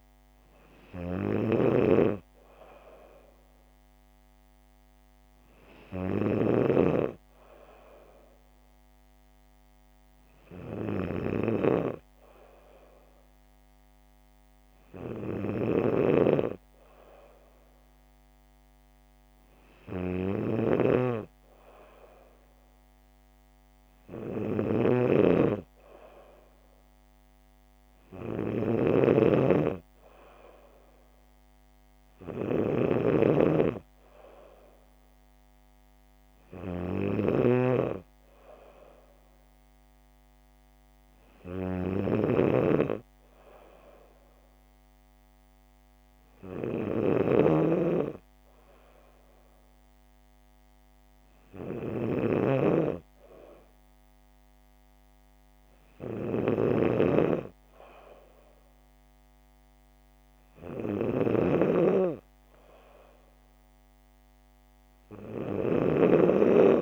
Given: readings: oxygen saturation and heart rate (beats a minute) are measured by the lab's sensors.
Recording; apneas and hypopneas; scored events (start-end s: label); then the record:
breathing in sleep by a microphone on the trachea; none
0.00-6.50 s: snoring (device-marked)
20.50-66.82 s: snoring (device-marked)
From the record:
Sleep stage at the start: N3 (deep sleep); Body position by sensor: on the back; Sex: female